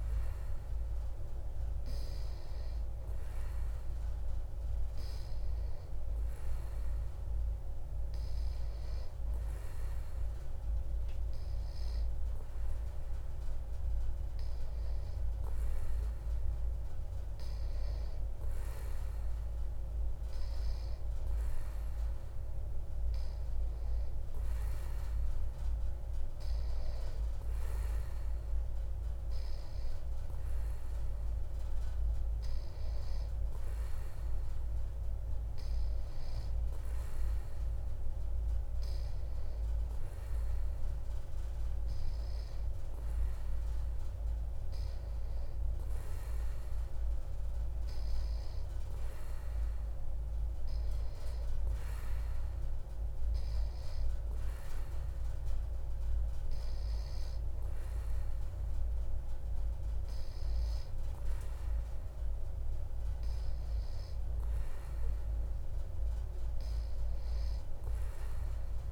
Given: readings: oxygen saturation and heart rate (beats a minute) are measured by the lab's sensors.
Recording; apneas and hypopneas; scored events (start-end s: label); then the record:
breathing in sleep, hard to hear, by a room microphone; none
none scored
From the record:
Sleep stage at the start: N3 (deep sleep); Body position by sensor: on the back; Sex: male